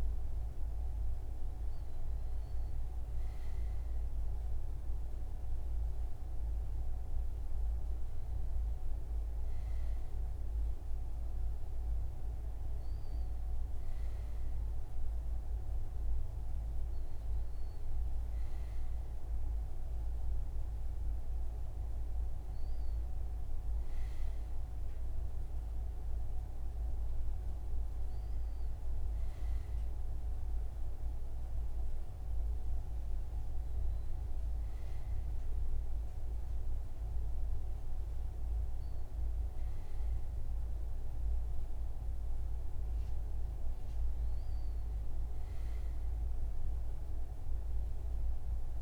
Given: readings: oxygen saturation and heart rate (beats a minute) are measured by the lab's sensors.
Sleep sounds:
breathing in sleep, hard to hear, by a room microphone; none
none scored
From the record:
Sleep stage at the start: N2 (light sleep); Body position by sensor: on the front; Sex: male

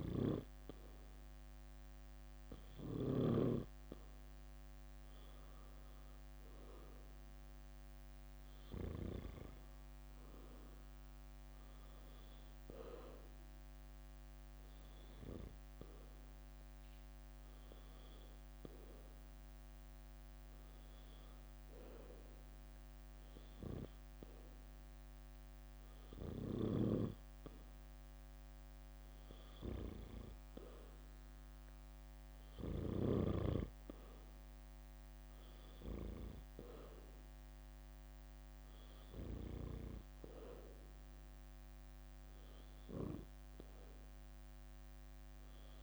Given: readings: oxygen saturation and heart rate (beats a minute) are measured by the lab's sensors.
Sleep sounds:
breathing in sleep by a microphone on the trachea; 1
7.50-11.50 s: leg movement (device-marked)
8.00-12.50 s: arousal
18.50-30.00 s: hypopnea (oxygen 94% before, 90% lowest, heart rate 74 before, 70 extreme, up 3 after)
34.00-38.00 s: arousal
36.00-39.50 s: leg movement (device-marked)
From the record:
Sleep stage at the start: N2 (light sleep); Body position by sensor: on the back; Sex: female

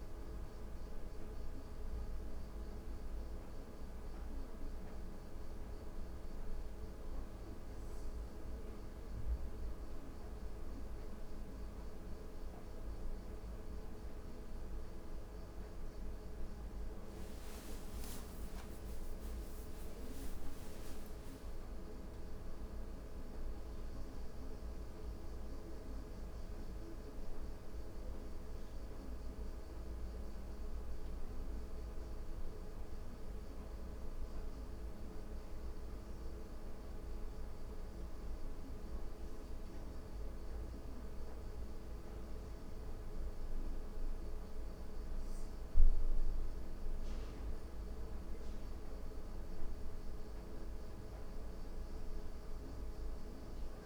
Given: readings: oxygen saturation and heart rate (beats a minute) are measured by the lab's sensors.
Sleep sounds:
breathing in sleep, hard to hear, by a room microphone; 2
0.00-10.50 s: oxygen desaturation (device-marked, oxygen 92% lowest, heart rate 77 extreme)
7.50-17.50 s: hypopnea (oxygen 97% before, 90% lowest, heart rate 78 before, 78 extreme, up 4 after)
19.50-23.50 s: arousal
29.00-39.50 s: hypopnea (oxygen 95% before, 89% lowest, heart rate 79 before, 78 extreme, up 1 after)
43.00-47.00 s: arousal
46.50-53.86 s: oxygen desaturation (device-marked, oxygen 95% before, 90% lowest, heart rate 79 before, 77 extreme)
From the record:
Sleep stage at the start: N2 (light sleep); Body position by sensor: on the back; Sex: female

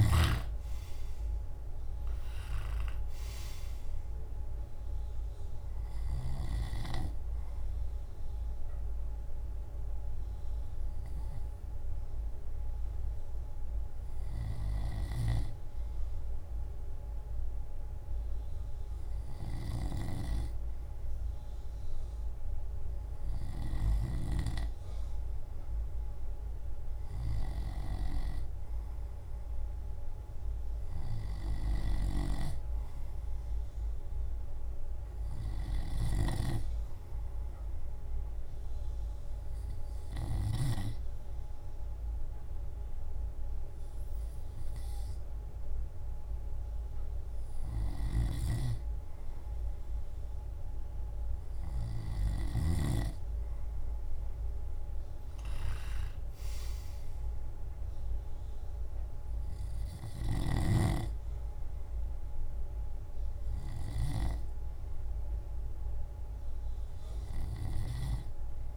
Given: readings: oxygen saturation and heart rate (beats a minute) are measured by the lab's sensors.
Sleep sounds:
breathing in sleep by a room microphone; 1
0.00-10.00 s: drop in pulse transit time (device-marked, heart rate 55 extreme)
7.50-20.00 s: hypopnea (oxygen 97% before, 93% lowest, heart rate 60 before, 53 extreme, up 8 after)
21.50-24.50 s: arousal
From the record:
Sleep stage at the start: N2 (light sleep); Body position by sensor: on the left side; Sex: male

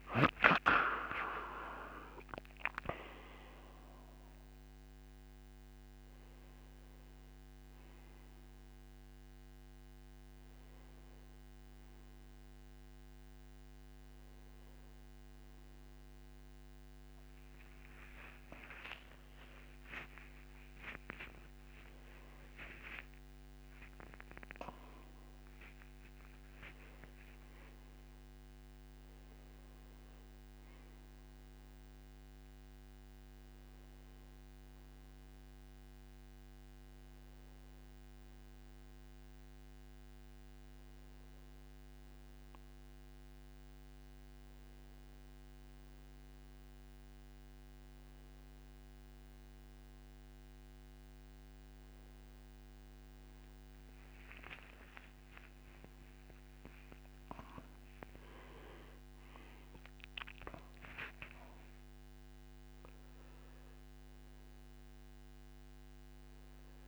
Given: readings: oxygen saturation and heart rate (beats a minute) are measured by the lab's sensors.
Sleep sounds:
a person awake in a sleep study, by a microphone on the trachea; none
33.50-66.88 s: new sleep stage, N1 (lightest sleep)
55.00-59.50 s: arousal
From the record:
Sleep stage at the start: awake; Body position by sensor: on the right side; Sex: male

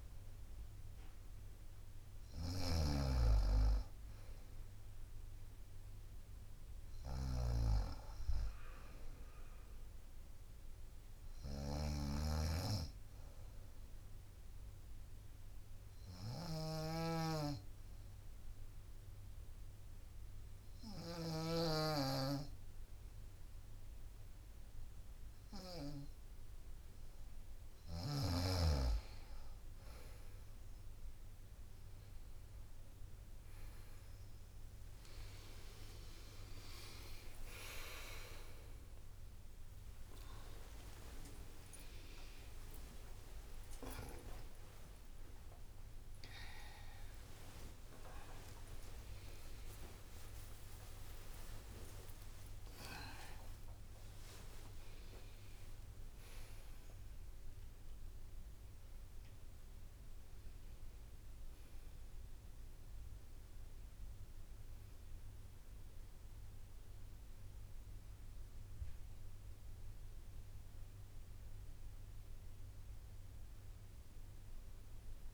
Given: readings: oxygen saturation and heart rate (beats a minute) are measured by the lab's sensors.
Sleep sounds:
a person awake in a sleep study, by a room microphone; 1
0.00-26.00 s: snoring (device-marked)
13.50-27.00 s: obstructive apnea (oxygen 95% before, 91% lowest, heart rate 65 before, 64 extreme, up 5 after)
20.00-75.34 s: new sleep stage, awake
29.00-61.00 s: oxygen desaturation (device-marked, oxygen 96% before, 91% lowest, heart rate 65 before, 66 extreme)
36.00-48.00 s: drop in pulse transit time (device-marked, heart rate 66 before, 75 extreme)
From the record:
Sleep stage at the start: N2 (light sleep); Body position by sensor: on the right side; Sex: female

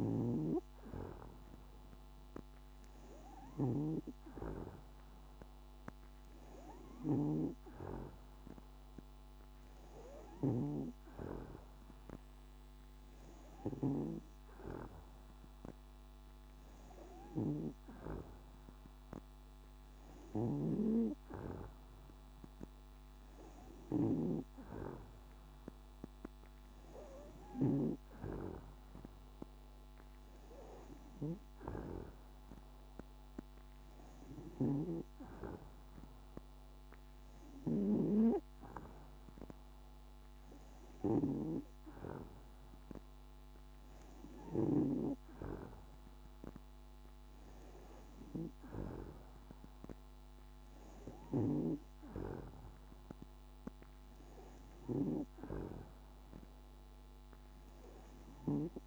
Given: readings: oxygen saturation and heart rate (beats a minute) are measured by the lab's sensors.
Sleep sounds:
breathing in sleep by a microphone on the trachea; none
none scored
From the record:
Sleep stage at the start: N2 (light sleep); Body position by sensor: on the back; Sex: female

